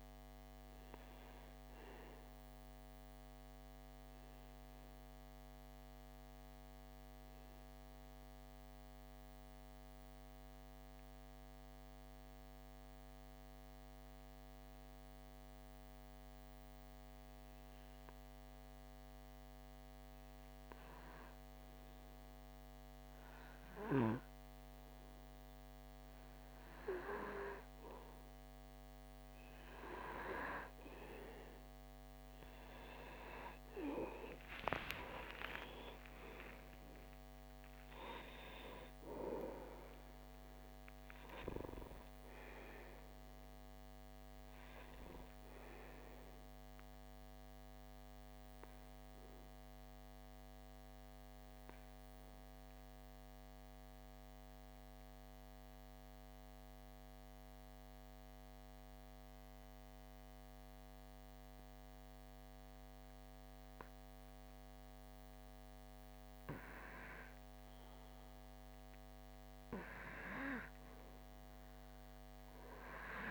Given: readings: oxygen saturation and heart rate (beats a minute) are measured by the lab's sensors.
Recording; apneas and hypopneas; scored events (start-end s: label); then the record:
breathing in sleep by a microphone on the trachea; 2
0.00-4.00 s: oxygen desaturation (device-marked, oxygen 93% lowest)
2.00-24.00 s: obstructive apnea (oxygen 97% before, 92% lowest)
31.00-35.50 s: arousal
45.00-66.00 s: obstructive apnea (oxygen 96% before, 92% lowest)
From the record:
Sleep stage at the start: N2 (light sleep); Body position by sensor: on the back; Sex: male